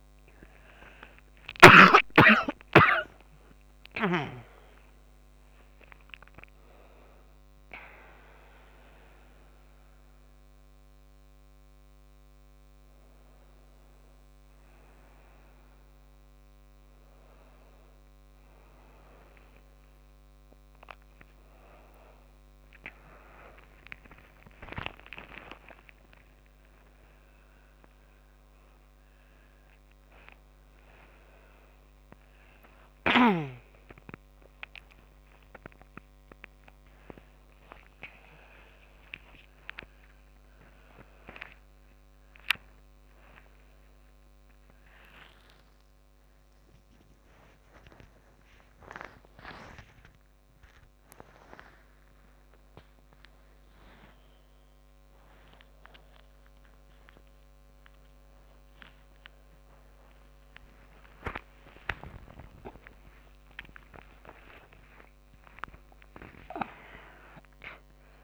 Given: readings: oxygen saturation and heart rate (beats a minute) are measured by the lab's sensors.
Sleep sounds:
a person awake in a sleep study, by a microphone on the trachea; none
none scored
From the record:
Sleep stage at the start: awake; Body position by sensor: on the back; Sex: female

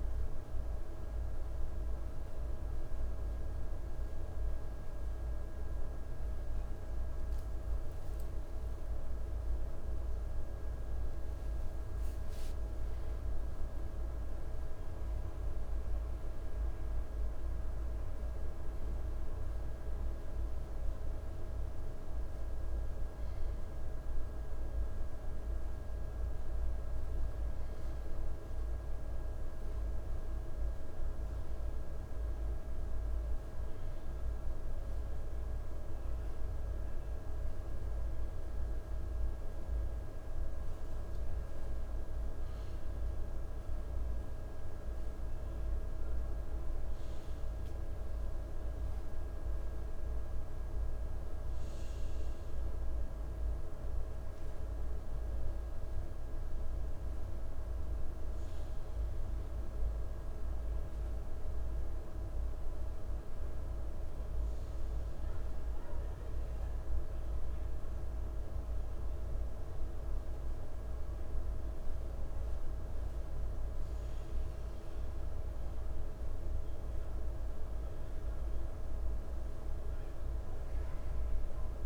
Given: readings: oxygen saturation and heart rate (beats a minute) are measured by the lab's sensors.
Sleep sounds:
breathing in sleep, hard to hear, by a room microphone; none
7.00-12.00 s: arousal
From the record:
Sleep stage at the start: N1 (lightest sleep); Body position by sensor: on the right side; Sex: male

